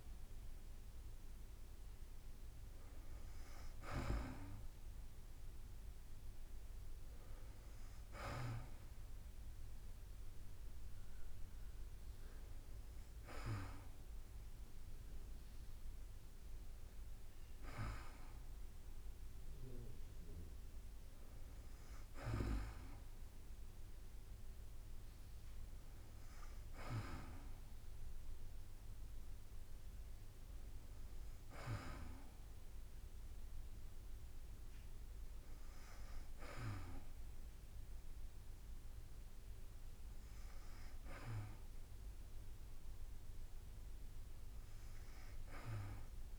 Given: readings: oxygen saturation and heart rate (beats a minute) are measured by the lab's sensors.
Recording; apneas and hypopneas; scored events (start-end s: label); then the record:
breathing in sleep by a room microphone; none
7.50-21.50 s: drop in pulse transit time (device-marked, heart rate 52 before, 52 extreme)
37.50-46.39 s: drop in pulse transit time (device-marked, heart rate 52 before, 52 extreme)
From the record:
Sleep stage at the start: N2 (light sleep); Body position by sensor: on the back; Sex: female